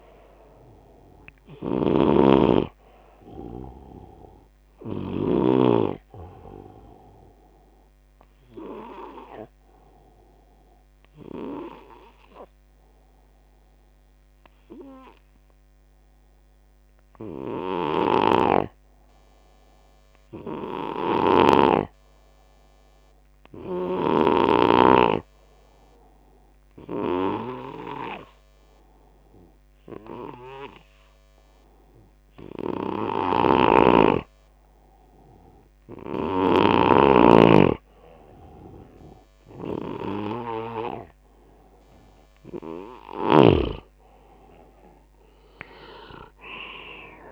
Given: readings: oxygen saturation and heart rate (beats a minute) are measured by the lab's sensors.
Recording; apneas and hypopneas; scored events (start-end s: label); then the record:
breathing in sleep by a microphone on the trachea; 1
0.00-5.50 s: snoring (device-marked)
0.00-9.50 s: oxygen desaturation (device-marked, oxygen 90% lowest, heart rate 69 extreme)
7.50-20.00 s: obstructive apnea (oxygen 96% before, 90% lowest, heart rate 79 before, 70 extreme, up 10 after)
17.50-21.50 s: snoring (device-marked)
23.00-26.50 s: arousal
30.50-42.50 s: oxygen desaturation (device-marked, oxygen 98% before, 92% lowest, heart rate 76 before, 70 extreme)
33.00-36.50 s: snoring (device-marked)
43.00-47.32 s: snoring (device-marked)
44.50-47.32 s: arousal
From the record:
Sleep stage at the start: N2 (light sleep); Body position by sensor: on the left side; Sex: male